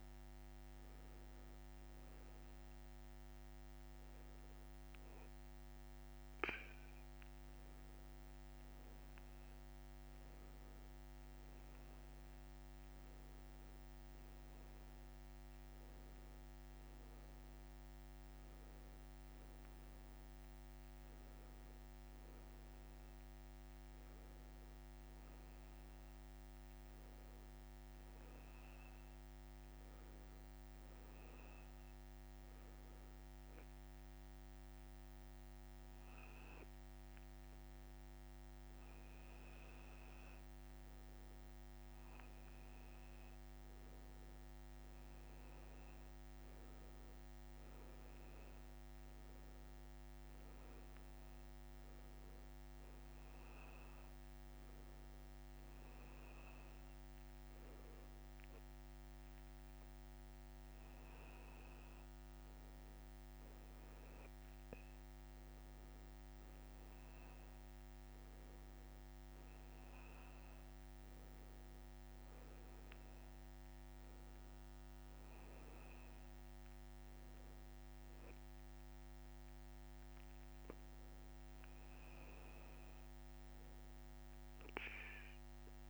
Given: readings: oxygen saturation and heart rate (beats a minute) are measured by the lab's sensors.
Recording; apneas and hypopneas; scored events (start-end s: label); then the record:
breathing in sleep, hard to hear, by a microphone on the trachea; none
none scored
From the record:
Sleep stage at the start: N2 (light sleep); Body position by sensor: on the back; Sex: male